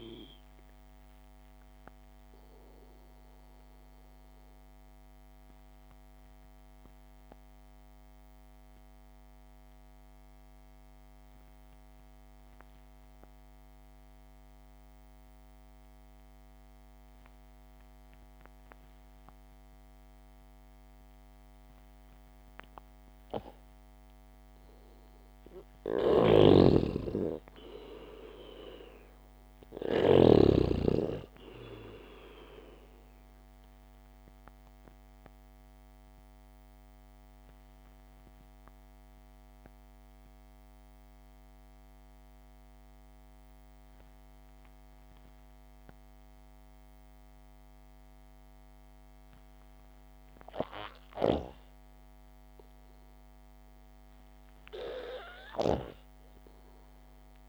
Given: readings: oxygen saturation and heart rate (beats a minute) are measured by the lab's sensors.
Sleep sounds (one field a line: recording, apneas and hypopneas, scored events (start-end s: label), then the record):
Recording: breathing in sleep by a microphone on the trachea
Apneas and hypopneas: 2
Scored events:
4.50-25.00 s: obstructive apnea (oxygen 97% before, 89% lowest, heart rate 57 before, 53 extreme)
26.50-29.50 s: arousal
26.50-30.50 s: snoring (device-marked)
36.00-52.50 s: obstructive apnea (oxygen 98% before, 89% lowest, heart rate 61 before, 52 extreme, up 4 after)
39.00-57.00 s: oxygen desaturation (device-marked, oxygen 96% before, 89% lowest, heart rate 60 before, 52 extreme)
55.50-57.49 s: arousal
From the record:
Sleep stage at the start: N2 (light sleep)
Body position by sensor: on the back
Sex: male